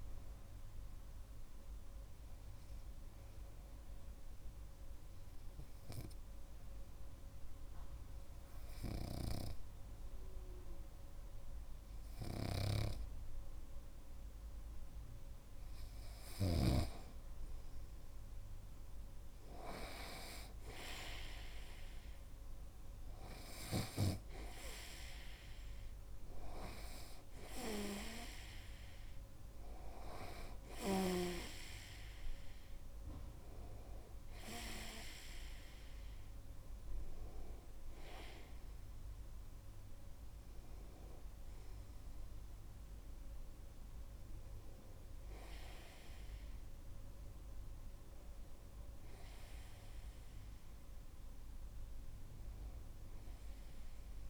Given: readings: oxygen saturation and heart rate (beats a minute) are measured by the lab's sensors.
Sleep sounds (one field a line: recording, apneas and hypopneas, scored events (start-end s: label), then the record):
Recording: breathing in sleep by a room microphone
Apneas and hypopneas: 1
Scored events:
3.50-16.00 s: obstructive apnea (oxygen 97% before, 96% lowest)
18.50-23.00 s: arousal
From the record:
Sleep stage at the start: REM sleep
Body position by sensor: on the right side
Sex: male